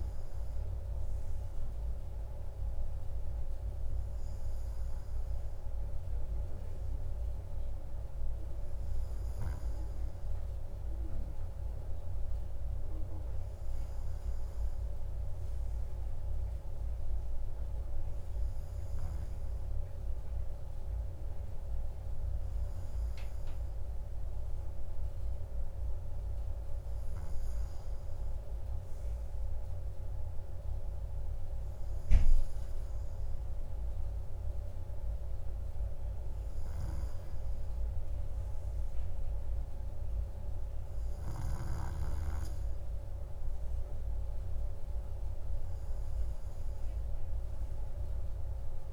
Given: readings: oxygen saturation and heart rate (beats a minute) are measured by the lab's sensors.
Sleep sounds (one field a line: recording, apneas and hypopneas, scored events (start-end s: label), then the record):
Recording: breathing in sleep, hard to hear, by a room microphone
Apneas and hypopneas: none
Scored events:
none scored
From the record:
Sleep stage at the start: N2 (light sleep)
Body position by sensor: on the right side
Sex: male